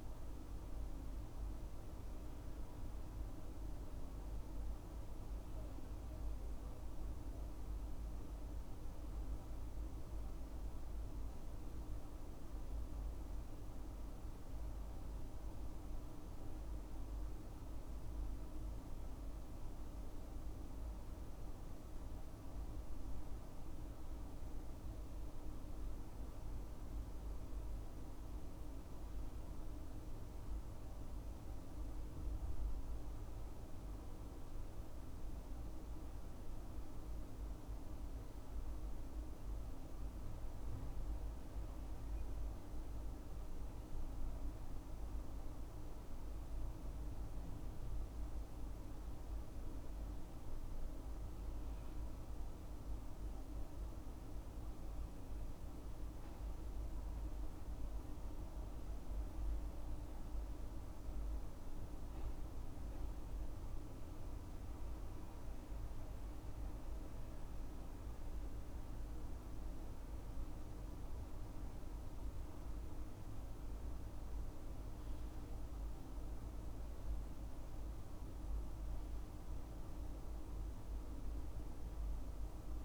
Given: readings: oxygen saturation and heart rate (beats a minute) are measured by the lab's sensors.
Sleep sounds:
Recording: breathing in sleep, hard to hear, by a room microphone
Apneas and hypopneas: 2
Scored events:
11.50-26.00 s: hypopnea (oxygen 96% before, 95% lowest, heart rate 70 before, 62 extreme, up 5 after)
28.50-31.50 s: arousal
54.50-70.00 s: hypopnea (oxygen 98% before, 95% lowest, heart rate 65 before, 65 extreme, up 8 after)
73.00-76.50 s: arousal
From the record:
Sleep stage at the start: N2 (light sleep)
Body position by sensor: on the left side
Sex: male

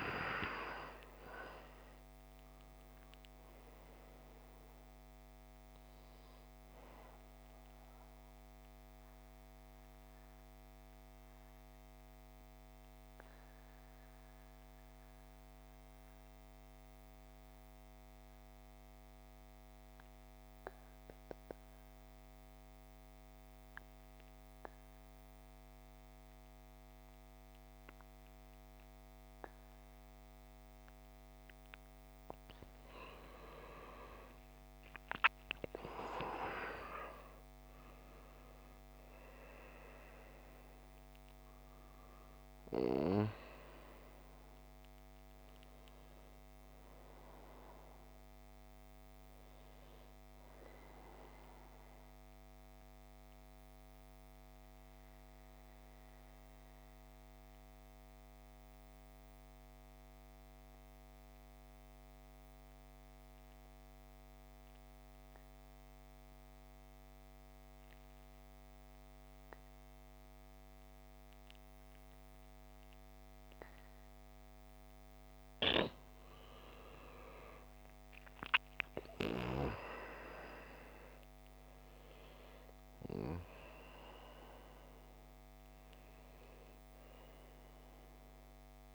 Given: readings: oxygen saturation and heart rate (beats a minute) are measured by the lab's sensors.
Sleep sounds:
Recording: breathing in sleep by a microphone on the trachea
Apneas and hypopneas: 2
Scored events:
0.00-23.50 s: oxygen desaturation (device-marked, oxygen 88% lowest, heart rate 52 extreme)
7.00-31.50 s: mixed apnea (oxygen 97% before, 86% lowest, heart rate 56 before, 52 extreme, up 12 after)
30.50-62.50 s: oxygen desaturation (device-marked, oxygen 98% before, 86% lowest, heart rate 54 before, 48 extreme)
34.00-38.50 s: arousal
51.00-74.50 s: mixed apnea (oxygen 98% before, 85% lowest, heart rate 62 before, 48 extreme, up 14 after)
77.00-80.50 s: arousal
79.50-88.94 s: oxygen desaturation (device-marked, oxygen 98% before, 85% lowest, heart rate 52 before, 50 extreme)
From the record:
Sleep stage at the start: N2 (light sleep)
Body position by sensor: on the back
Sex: male

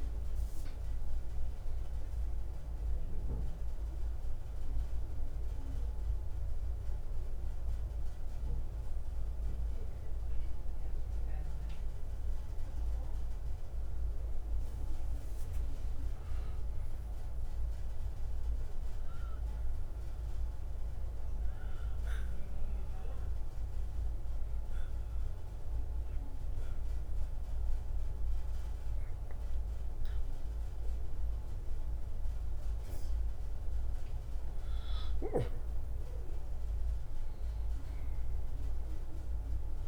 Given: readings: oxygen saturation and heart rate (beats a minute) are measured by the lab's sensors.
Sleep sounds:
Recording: breathing in sleep, hard to hear, by a room microphone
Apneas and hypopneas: 1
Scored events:
0.00-22.50 s: oxygen desaturation (device-marked, oxygen 83% lowest, heart rate 57 extreme)
16.00-20.00 s: arousal
22.50-34.00 s: obstructive apnea (oxygen 94% before, 93% lowest, heart rate 59 before, 57 extreme, up 6 after)
35.50-39.50 s: arousal
From the record:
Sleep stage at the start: N2 (light sleep)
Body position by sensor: on the right side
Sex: male

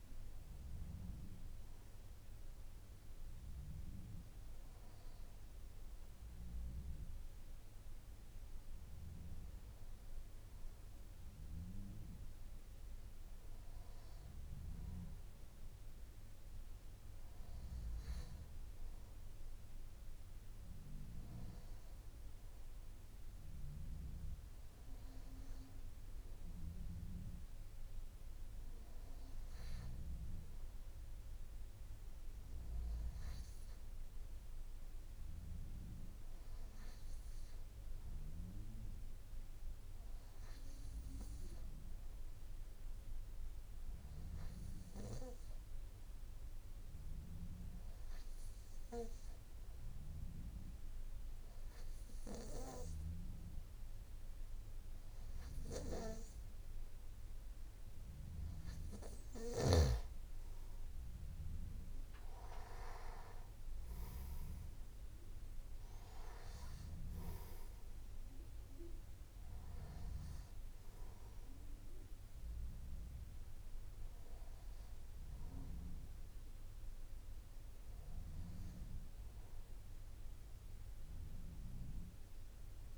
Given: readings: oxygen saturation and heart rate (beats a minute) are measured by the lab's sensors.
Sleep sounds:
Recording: breathing in sleep by a room microphone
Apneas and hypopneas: none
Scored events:
none scored
From the record:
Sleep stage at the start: N2 (light sleep)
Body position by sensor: on the back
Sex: male

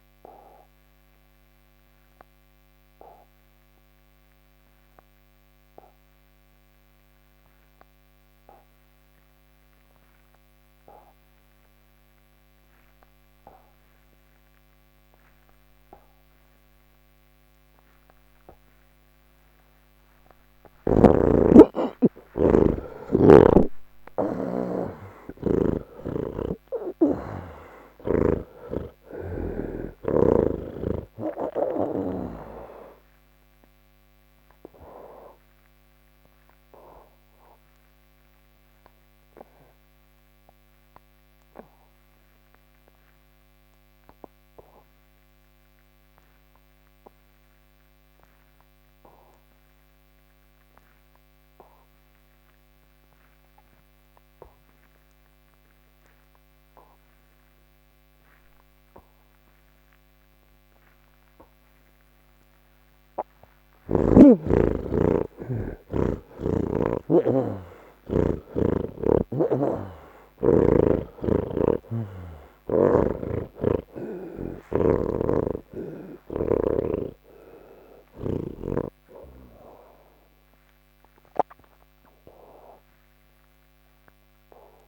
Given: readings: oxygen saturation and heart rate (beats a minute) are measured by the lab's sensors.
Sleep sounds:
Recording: breathing in sleep by a microphone on the trachea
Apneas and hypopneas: none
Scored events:
0.00-7.00 s: oxygen desaturation (device-marked, oxygen 77% lowest, heart rate 38 extreme)
40.00-84.88 s: new sleep stage, N2 (light sleep)
59.00-84.88 s: oxygen desaturation (device-marked, oxygen 98% before, 79% lowest)
71.00-74.50 s: snoring (device-marked)
From the record:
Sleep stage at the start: N1 (lightest sleep)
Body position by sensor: on the back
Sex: male

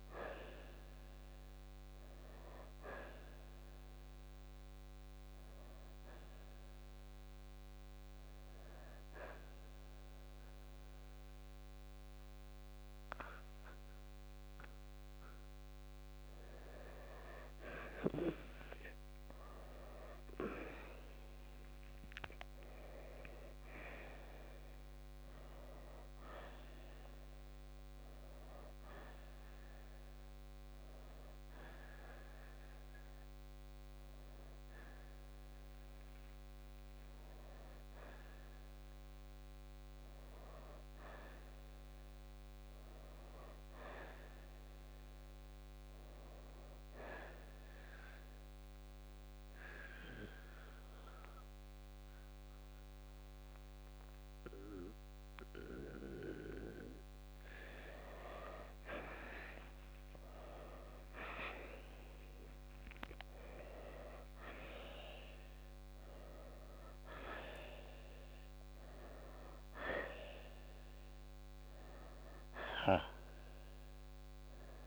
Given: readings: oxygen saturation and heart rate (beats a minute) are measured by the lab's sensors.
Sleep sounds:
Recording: breathing in sleep by a microphone on the trachea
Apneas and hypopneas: 2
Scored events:
5.00-15.00 s: oxygen desaturation (device-marked, oxygen 90% before, 86% lowest, heart rate 63 before, 58 extreme)
5.00-15.50 s: hypopnea (oxygen 90% before, 86% lowest, heart rate 63 before, 58 extreme, up 20 after)
19.50-24.50 s: arousal
31.00-46.00 s: oxygen desaturation (device-marked, oxygen 92% before, 86% lowest, heart rate 71 before, 58 extreme)
42.50-46.00 s: arousal
48.00-58.00 s: mixed apnea (oxygen 92% before, 84% lowest, heart rate 66 before, 58 extreme, up 11 after)
59.50-64.50 s: arousal
72.00-74.87 s: oxygen desaturation (device-marked, oxygen 90% before, 84% lowest, heart rate 65 before, 59 extreme)
From the record:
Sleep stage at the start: N2 (light sleep)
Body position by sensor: on the right side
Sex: male

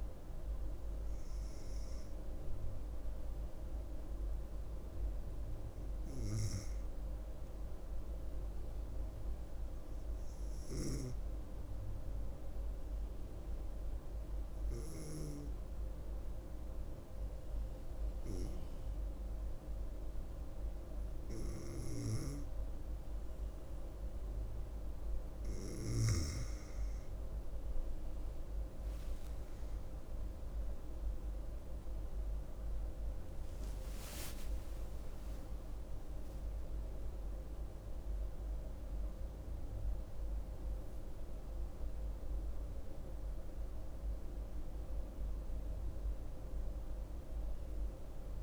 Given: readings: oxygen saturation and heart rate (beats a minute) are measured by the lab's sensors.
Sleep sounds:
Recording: breathing in sleep by a room microphone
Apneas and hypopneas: 1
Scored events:
11.00-26.00 s: hypopnea (oxygen 98% before, 94% lowest, heart rate 65 before, 64 extreme, up 9 after)
25.50-46.50 s: oxygen desaturation (device-marked, oxygen 97% before, 94% lowest, heart rate 63 before, 61 extreme)
29.50-33.50 s: arousal
From the record:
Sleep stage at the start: N2 (light sleep)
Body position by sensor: on the right side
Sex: female

